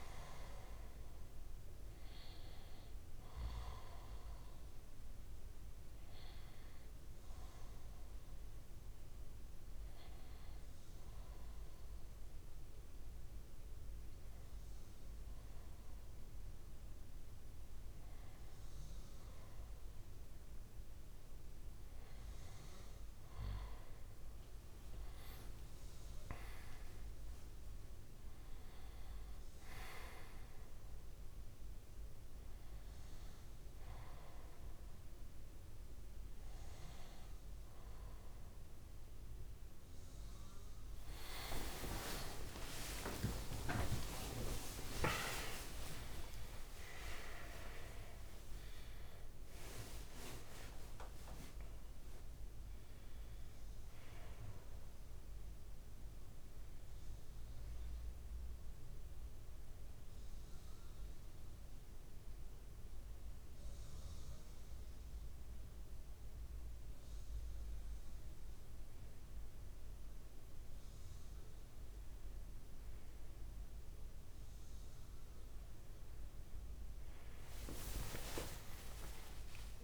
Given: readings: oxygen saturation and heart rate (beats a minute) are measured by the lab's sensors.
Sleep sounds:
a person awake in a sleep study, by a room microphone; 1
0.00-8.50 s: oxygen desaturation (device-marked, oxygen 94% lowest, heart rate 44 extreme)
7.00-19.50 s: hypopnea (oxygen 98% before, 95% lowest, heart rate 45 before, 39 extreme, up 2 after)
22.00-26.50 s: arousal
32.50-79.84 s: new sleep stage, awake
From the record:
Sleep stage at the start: N1 (lightest sleep); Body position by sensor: on the back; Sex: male

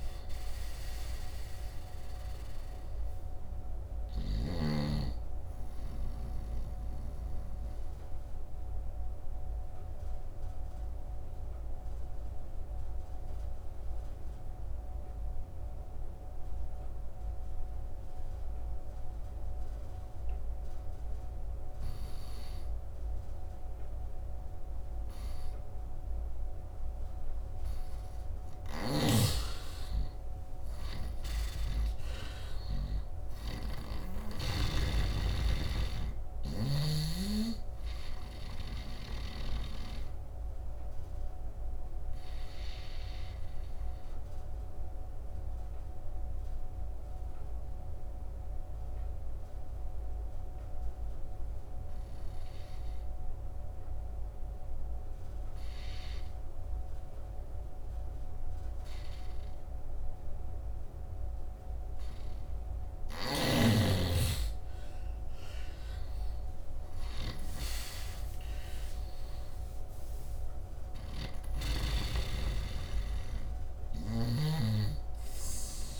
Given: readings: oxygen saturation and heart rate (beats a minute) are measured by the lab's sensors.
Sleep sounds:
breathing in sleep by a room microphone; 2
0.00-15.00 s: oxygen desaturation (device-marked, oxygen 88% lowest, heart rate 66 extreme)
3.50-7.00 s: snoring (device-marked)
6.00-27.50 s: obstructive apnea (oxygen 99% before, 80% lowest, heart rate 76 before, 66 extreme, up 9 after)
20.00-25.00 s: oxygen desaturation (device-marked, oxygen 91% before, 88% lowest, heart rate 76 before, 71 extreme)
29.00-33.00 s: arousal
30.00-54.00 s: oxygen desaturation (device-marked, oxygen 100% before, 82% lowest, heart rate 72 before, 68 extreme)
40.50-62.00 s: obstructive apnea (oxygen 100% before, 80% lowest, heart rate 78 before, 68 extreme, up 17 after)
56.00-76.00 s: oxygen desaturation (device-marked, oxygen 100% before, 80% lowest, heart rate 76 before, 71 extreme)
63.00-74.00 s: snoring (device-marked)
64.50-68.50 s: arousal
68.50-70.50 s: long interval between heartbeats (device-marked, heart rate 72 before, 85 extreme)
From the record:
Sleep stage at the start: N2 (light sleep); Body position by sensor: on the right side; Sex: male

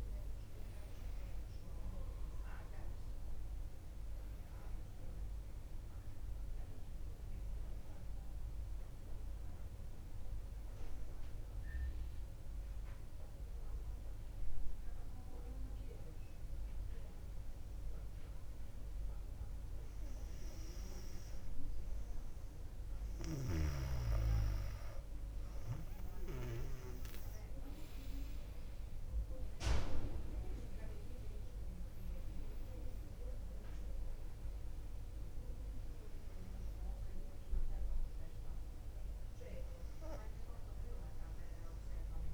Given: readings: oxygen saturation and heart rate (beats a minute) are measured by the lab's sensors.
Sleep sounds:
breathing in sleep by a room microphone; 1
0.00-4.00 s: arousal
0.00-11.00 s: drop in pulse transit time (device-marked, heart rate 63 extreme)
11.50-21.50 s: central apnea (oxygen 99% before, 94% lowest, heart rate 65 before, 57 extreme, up 1 after)
26.00-30.00 s: arousal
26.00-42.33 s: oxygen desaturation (device-marked, oxygen 98% before, 94% lowest, heart rate 62 before, 56 extreme)
From the record:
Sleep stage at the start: N2 (light sleep); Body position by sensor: on the back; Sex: female

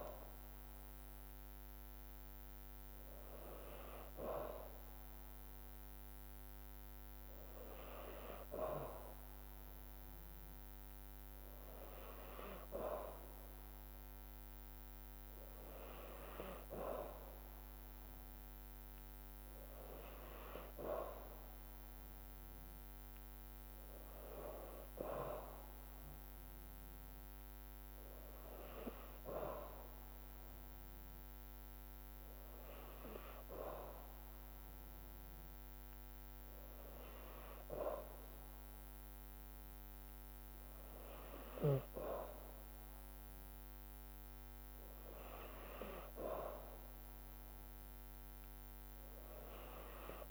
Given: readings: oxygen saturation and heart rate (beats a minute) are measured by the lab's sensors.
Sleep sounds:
breathing in sleep by a microphone on the trachea; none
none scored
From the record:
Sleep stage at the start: N2 (light sleep); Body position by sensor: on the back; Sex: female

